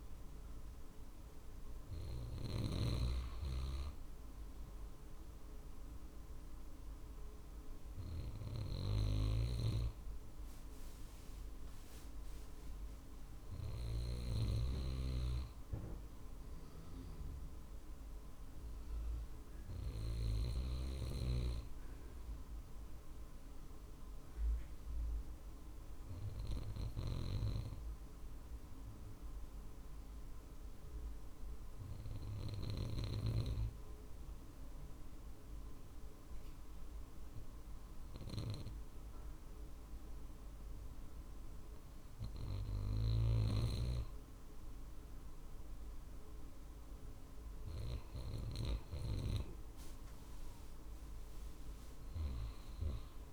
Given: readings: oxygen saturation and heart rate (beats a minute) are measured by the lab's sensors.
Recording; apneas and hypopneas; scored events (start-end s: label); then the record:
breathing in sleep by a room microphone; 1
0.00-2.50 s: snoring (device-marked)
13.00-30.00 s: drop in pulse transit time (device-marked, heart rate 50 before, 48 extreme)
23.50-42.00 s: obstructive apnea (oxygen 95% before, 94% lowest, heart rate 50 before, 48 extreme, up 2 after)
45.00-49.50 s: arousal
49.00-53.33 s: drop in pulse transit time (device-marked, heart rate 49 before, 49 extreme)
From the record:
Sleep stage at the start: N2 (light sleep); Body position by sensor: on the right side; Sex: male